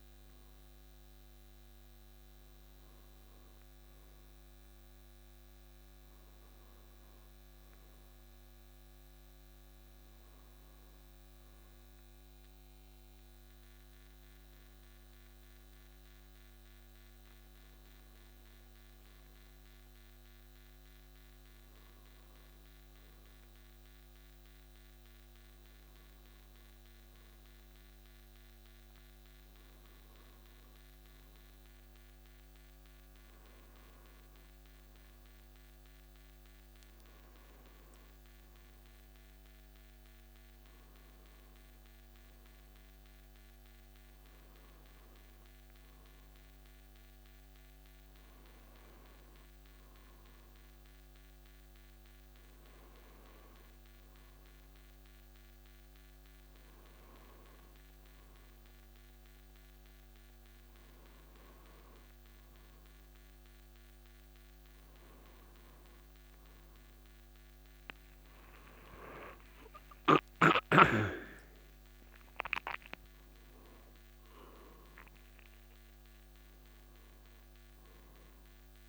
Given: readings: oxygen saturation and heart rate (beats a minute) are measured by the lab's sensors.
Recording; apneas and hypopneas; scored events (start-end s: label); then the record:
breathing in sleep by a microphone on the trachea; none
68.50-72.00 s: arousal
From the record:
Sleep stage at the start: N1 (lightest sleep); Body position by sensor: on the back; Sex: male